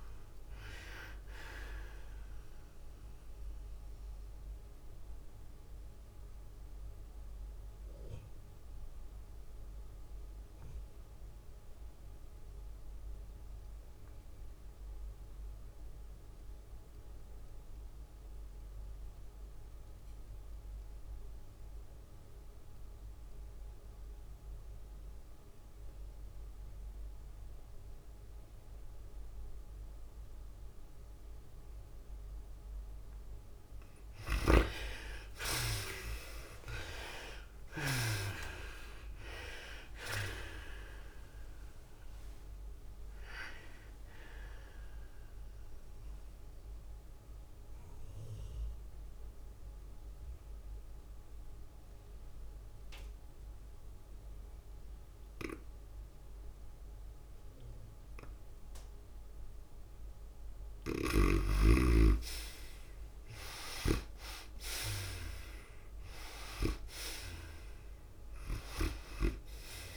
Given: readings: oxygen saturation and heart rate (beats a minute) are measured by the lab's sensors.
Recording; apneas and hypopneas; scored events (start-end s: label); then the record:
breathing in sleep by a room microphone; 2
0.00-9.00 s: drop in pulse transit time (device-marked, heart rate 98 extreme)
0.00-13.00 s: oxygen desaturation (device-marked, oxygen 52% lowest, heart rate 92 extreme)
0.00-69.97 s: tachycardia (device-marked, heart rate 127 extreme)
3.50-34.50 s: mixed apnea (oxygen 75% before, 52% lowest, heart rate 105 before, 104 extreme, up 17 after)
5.00-69.97 s: new sleep stage, N2 (light sleep)
15.00-54.00 s: oxygen desaturation (device-marked, oxygen 98% before, 59% lowest, heart rate 115 before, 104 extreme)
35.50-37.50 s: long interval between heartbeats (device-marked, heart rate 107 before, 114 extreme)
37.00-41.00 s: arousal
38.00-51.00 s: drop in pulse transit time (device-marked, heart rate 107 before, 114 extreme)
46.00-61.50 s: mixed apnea (oxygen 96% before, 59% lowest, heart rate 112 before, 106 extreme, up 5 after)
62.00-69.97 s: oxygen desaturation (device-marked, oxygen 99% before, 70% lowest, heart rate 112 before, 89 extreme)
63.00-67.00 s: arousal
From the record:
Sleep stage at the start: REM sleep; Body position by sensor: on the back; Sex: female